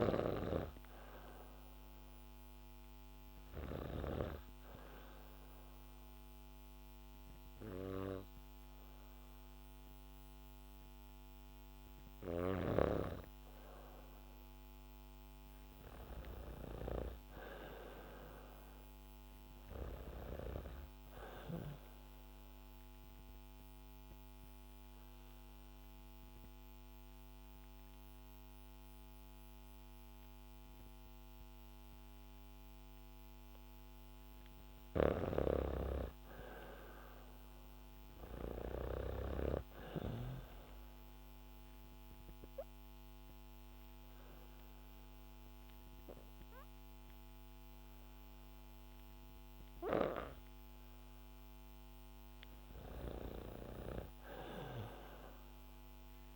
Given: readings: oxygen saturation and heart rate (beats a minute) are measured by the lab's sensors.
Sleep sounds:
breathing in sleep by a microphone on the trachea; 3
0.00-4.00 s: snoring (device-marked)
0.50-19.50 s: oxygen desaturation (device-marked, oxygen 98% before, 95% lowest, heart rate 69 before, 64 extreme)
1.50-13.50 s: hypopnea (oxygen 99% before, 95% lowest, heart rate 69 before, 64 extreme, up 7 after)
16.50-19.00 s: arousal
21.50-34.00 s: obstructive apnea (oxygen 99% before, 95% lowest, heart rate 68 before, 66 extreme, up 3 after)
34.50-39.00 s: snoring (device-marked)
35.50-39.50 s: arousal
42.00-52.00 s: obstructive apnea (oxygen 99% before, 95% lowest, heart rate 70 before, 66 extreme, up 1 after)
53.50-56.36 s: arousal
From the record:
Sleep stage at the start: N2 (light sleep); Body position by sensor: on the back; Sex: female

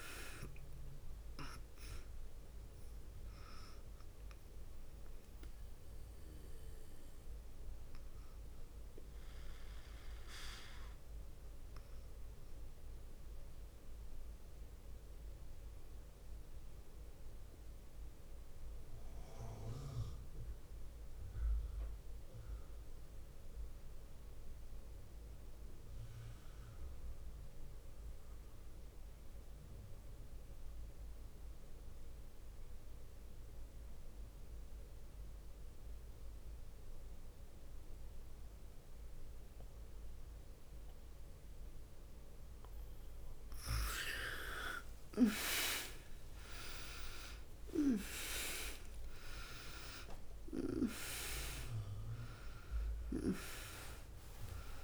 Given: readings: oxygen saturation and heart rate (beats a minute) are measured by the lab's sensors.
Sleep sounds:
breathing in sleep by a room microphone; 1
0.00-19.50 s: oxygen desaturation (device-marked, oxygen 88% lowest, heart rate 47 extreme)
9.00-41.00 s: obstructive apnea (oxygen 99% before, 86% lowest, heart rate 59 before, 47 extreme, up 7 after)
37.50-54.84 s: oxygen desaturation (device-marked, oxygen 100% before, 86% lowest, heart rate 52 before, 47 extreme)
44.00-48.00 s: snoring (device-marked)
44.00-49.00 s: arousal
From the record:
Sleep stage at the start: N2 (light sleep); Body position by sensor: on the back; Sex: female

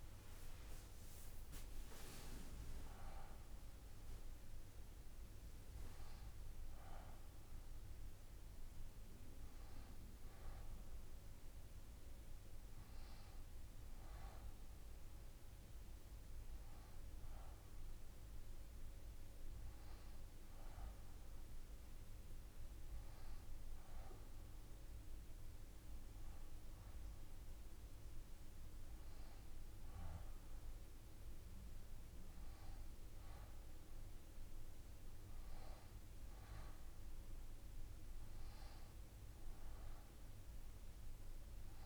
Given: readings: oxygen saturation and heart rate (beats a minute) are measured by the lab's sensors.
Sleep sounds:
breathing in sleep, hard to hear, by a room microphone; none
none scored
From the record:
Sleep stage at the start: N2 (light sleep); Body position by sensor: on the left side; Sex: female

